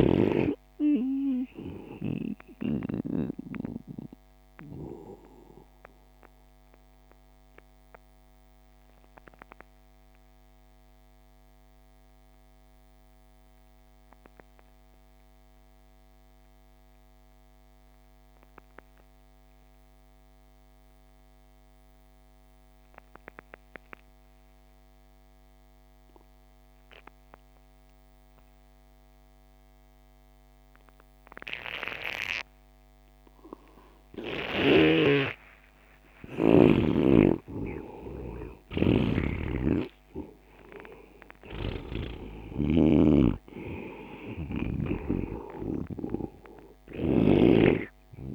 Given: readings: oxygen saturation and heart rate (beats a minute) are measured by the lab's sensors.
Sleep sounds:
breathing in sleep by a microphone on the trachea; 1
0.00-3.50 s: snoring (device-marked)
0.00-9.50 s: oxygen desaturation (device-marked, oxygen 81% lowest)
2.50-35.00 s: mixed apnea (oxygen 98% before, 80% lowest)
30.50-48.35 s: oxygen desaturation (device-marked, oxygen 99% before, 80% lowest)
36.00-40.00 s: arousal
From the record:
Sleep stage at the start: N2 (light sleep); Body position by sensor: on the right side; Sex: male

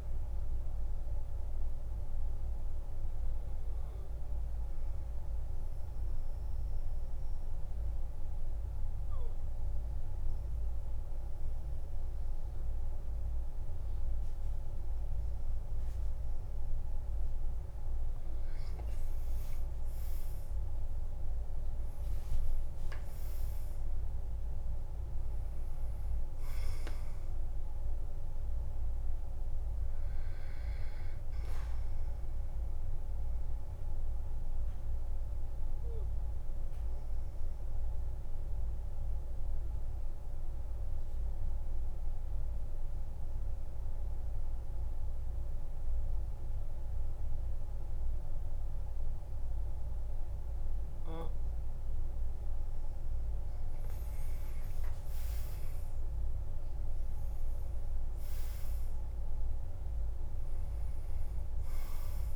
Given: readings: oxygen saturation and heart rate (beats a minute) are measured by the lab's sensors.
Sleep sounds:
breathing in sleep, hard to hear, by a room microphone; 2
0.00-13.00 s: oxygen desaturation (device-marked, oxygen 92% lowest, heart rate 47 extreme)
1.00-17.00 s: obstructive apnea (oxygen 99% before, 92% lowest, heart rate 57 before, 44 extreme, up 14 after)
19.00-23.00 s: arousal
32.50-51.50 s: obstructive apnea (oxygen 99% before, 92% lowest, heart rate 55 before, 44 extreme, up 15 after)
54.50-58.50 s: arousal
57.00-62.36 s: oxygen desaturation (device-marked, oxygen 98% before, 93% lowest, heart rate 48 before, 47 extreme)
From the record:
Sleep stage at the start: N2 (light sleep); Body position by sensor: on the back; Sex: male

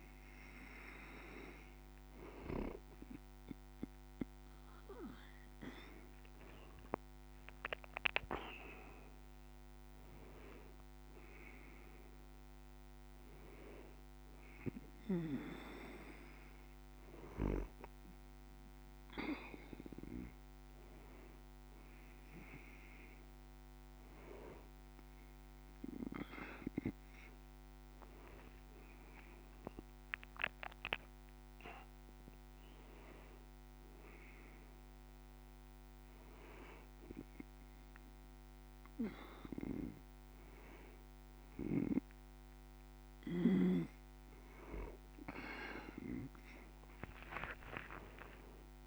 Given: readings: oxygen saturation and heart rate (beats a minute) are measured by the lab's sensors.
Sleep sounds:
a person partly awake in a sleep study, by a microphone on the trachea; none
8.50-48.87 s: new sleep stage, N2 (light sleep)
46.50-48.87 s: arousal
From the record:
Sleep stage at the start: awake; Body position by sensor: on the back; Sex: male

